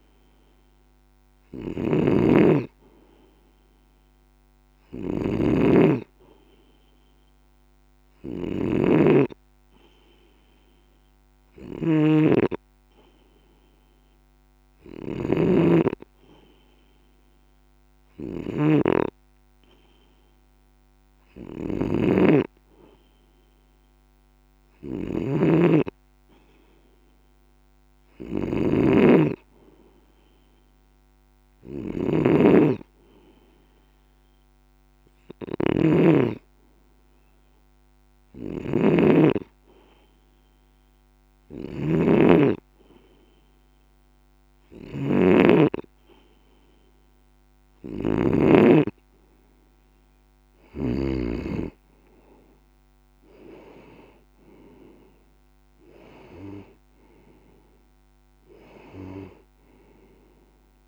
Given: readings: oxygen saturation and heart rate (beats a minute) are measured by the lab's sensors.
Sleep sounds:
breathing in sleep by a microphone on the trachea; 1
0.00-48.00 s: snoring (device-marked)
32.00-45.50 s: hypopnea (oxygen 96% before, 93% lowest)
48.00-51.50 s: arousal
From the record:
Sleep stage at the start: N2 (light sleep); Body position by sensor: on the left side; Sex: male

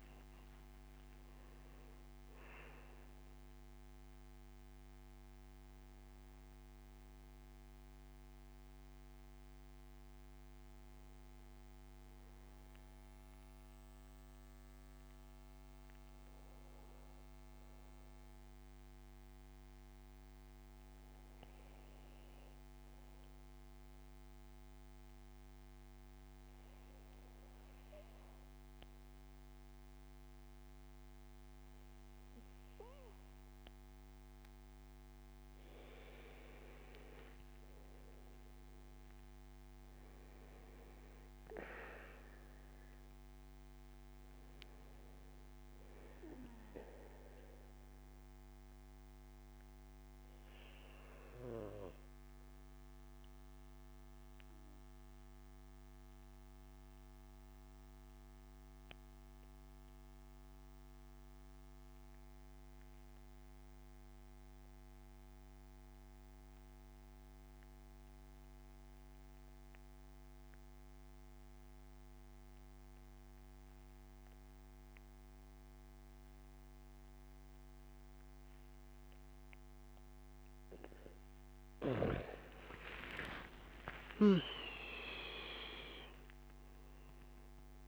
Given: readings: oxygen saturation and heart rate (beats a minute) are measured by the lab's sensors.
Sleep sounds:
breathing in sleep by a microphone on the trachea; 2
0.00-9.50 s: oxygen desaturation (device-marked, oxygen 90% lowest, heart rate 73 extreme)
11.50-14.50 s: arousal
17.00-33.00 s: obstructive apnea (oxygen 99% before, 91% lowest, heart rate 79 before, 72 extreme, up 8 after)
35.00-38.00 s: arousal
35.50-51.50 s: oxygen desaturation (device-marked, oxygen 98% before, 95% lowest, heart rate 75 before, 72 extreme)
47.00-81.00 s: obstructive apnea (oxygen 99% before, 89% lowest, heart rate 77 before, 67 extreme, up 15 after)
70.50-87.88 s: oxygen desaturation (device-marked, oxygen 98% before, 89% lowest, heart rate 76 before, 67 extreme)
83.00-87.00 s: arousal
From the record:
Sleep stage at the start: N2 (light sleep); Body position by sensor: on the back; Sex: male

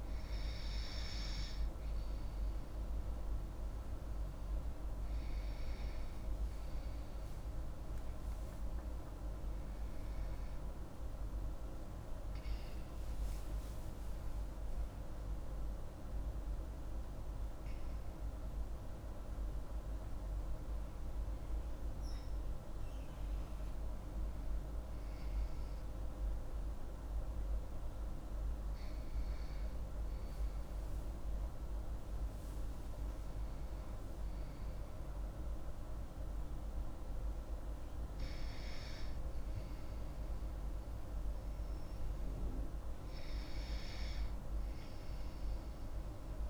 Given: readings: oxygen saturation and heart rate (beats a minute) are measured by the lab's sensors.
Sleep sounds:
breathing in sleep, hard to hear, by a room microphone; none
7.00-37.00 s: new sleep stage, N1 (lightest sleep)
8.00-13.00 s: arousal
37.00-46.50 s: new sleep stage, N2 (light sleep)
From the record:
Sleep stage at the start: N2 (light sleep); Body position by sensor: on the left side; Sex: female

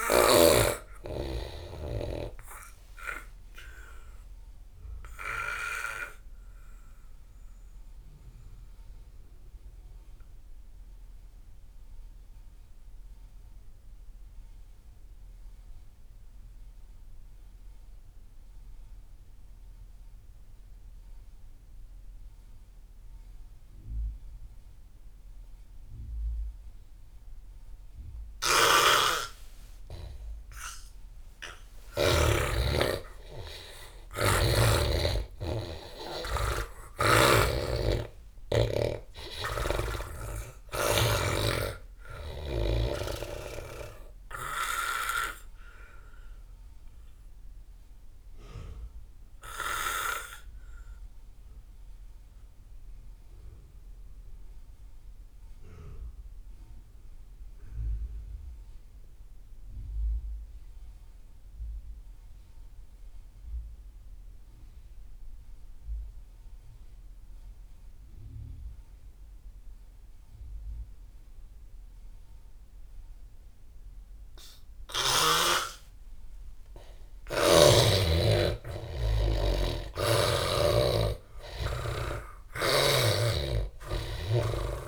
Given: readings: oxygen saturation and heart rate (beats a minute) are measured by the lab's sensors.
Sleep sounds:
breathing in sleep by a room microphone; 2
0.00-16.00 s: oxygen desaturation (device-marked, oxygen 81% lowest)
3.50-29.50 s: obstructive apnea (oxygen 98% before, 79% lowest)
26.00-55.00 s: oxygen desaturation (device-marked, oxygen 98% before, 79% lowest)
28.50-32.00 s: snoring (device-marked)
31.00-36.50 s: arousal
36.50-40.00 s: snoring (device-marked)
44.50-76.00 s: obstructive apnea (oxygen 98% before, 78% lowest)
71.00-84.87 s: oxygen desaturation (device-marked, oxygen 98% before, 78% lowest)
78.00-82.50 s: arousal
82.50-84.87 s: snoring (device-marked)
From the record:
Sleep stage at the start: N2 (light sleep); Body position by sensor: on the back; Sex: male

